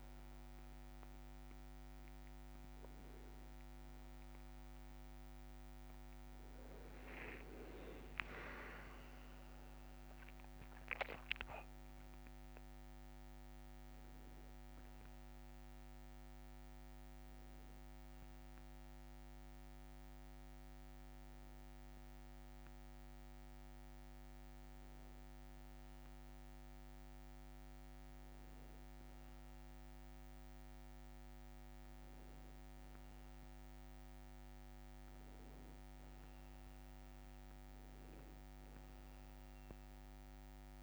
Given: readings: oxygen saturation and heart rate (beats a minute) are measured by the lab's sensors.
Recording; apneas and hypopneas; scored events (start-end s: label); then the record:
breathing in sleep by a microphone on the trachea; 1
0.00-1.00 s: long interval between heartbeats (device-marked, heart rate 86 extreme)
0.00-8.50 s: tachycardia (device-marked, heart rate 179 extreme)
1.00-3.00 s: long interval between heartbeats (device-marked, heart rate 78 before, 119 extreme)
5.50-7.50 s: long interval between heartbeats (device-marked, heart rate 88 before, 168 extreme)
7.50-9.50 s: long interval between heartbeats (device-marked, heart rate 98 before, 148 extreme)
15.00-26.50 s: hypopnea (oxygen 98% before, 96% lowest, heart rate 117 before, 58 extreme, up 1 after)
29.50-34.00 s: arousal
From the record:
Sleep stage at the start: N1 (lightest sleep); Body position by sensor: on the back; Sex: male